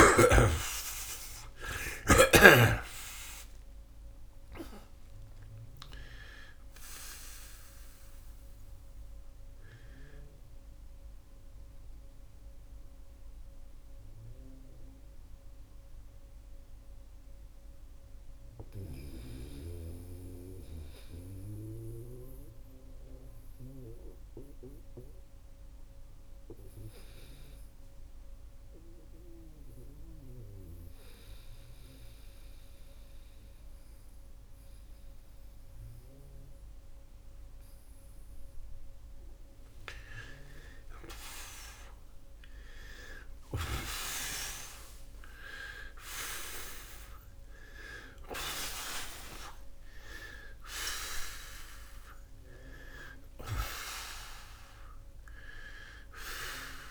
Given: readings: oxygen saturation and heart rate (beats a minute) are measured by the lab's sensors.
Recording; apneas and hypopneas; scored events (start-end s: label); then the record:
breathing in sleep by a room microphone; 1
0.00-2.50 s: snoring (device-marked)
0.00-14.00 s: oxygen desaturation (device-marked, oxygen 91% lowest)
13.00-39.50 s: mixed apnea (oxygen 95% before, 86% lowest)
23.00-42.00 s: oxygen desaturation (device-marked, oxygen 92% before, 86% lowest)
44.00-48.50 s: arousal
49.00-56.91 s: oxygen desaturation (device-marked, oxygen 97% before, 93% lowest)
From the record:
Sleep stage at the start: N2 (light sleep); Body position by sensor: on the back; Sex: male